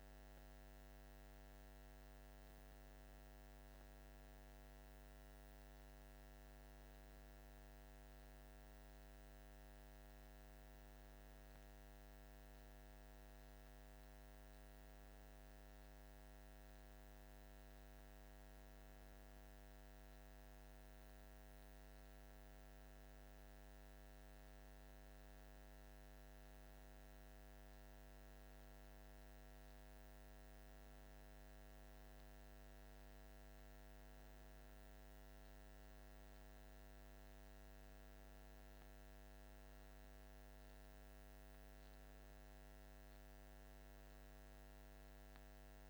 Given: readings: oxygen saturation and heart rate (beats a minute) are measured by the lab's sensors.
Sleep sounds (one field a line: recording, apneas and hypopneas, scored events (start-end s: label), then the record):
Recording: breathing in sleep, hard to hear, by a microphone on the trachea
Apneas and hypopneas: none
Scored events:
none scored
From the record:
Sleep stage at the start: N1 (lightest sleep)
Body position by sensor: on the back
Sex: male